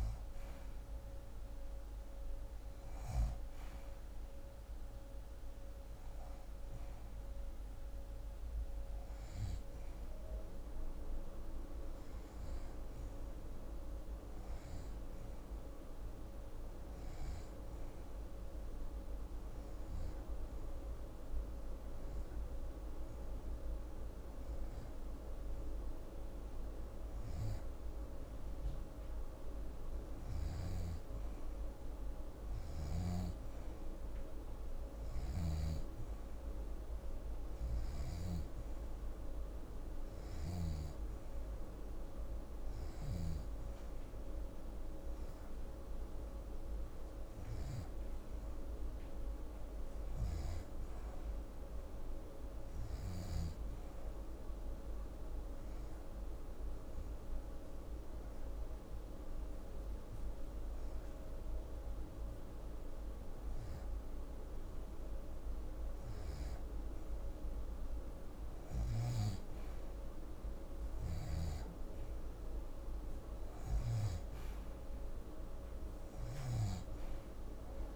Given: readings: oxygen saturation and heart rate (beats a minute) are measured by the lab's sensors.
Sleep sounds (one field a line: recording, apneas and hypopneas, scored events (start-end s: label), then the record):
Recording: breathing in sleep, hard to hear, by a room microphone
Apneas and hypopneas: 2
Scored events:
16.50-29.00 s: hypopnea (oxygen 87% before, 85% lowest, heart rate 83 before, 78 extreme)
32.00-36.00 s: arousal
34.50-40.00 s: snoring (device-marked)
35.00-51.00 s: oxygen desaturation (device-marked, oxygen 93% before, 87% lowest, heart rate 112 before, 57 extreme)
55.00-66.00 s: hypopnea (oxygen 93% before, 86% lowest, heart rate 107 before, 79 extreme, up 57 after)
68.50-72.00 s: arousal
73.00-77.96 s: oxygen desaturation (device-marked, oxygen 89% before, 86% lowest, heart rate 85 before, 81 extreme)
From the record:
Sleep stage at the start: REM sleep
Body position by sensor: on the left side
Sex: female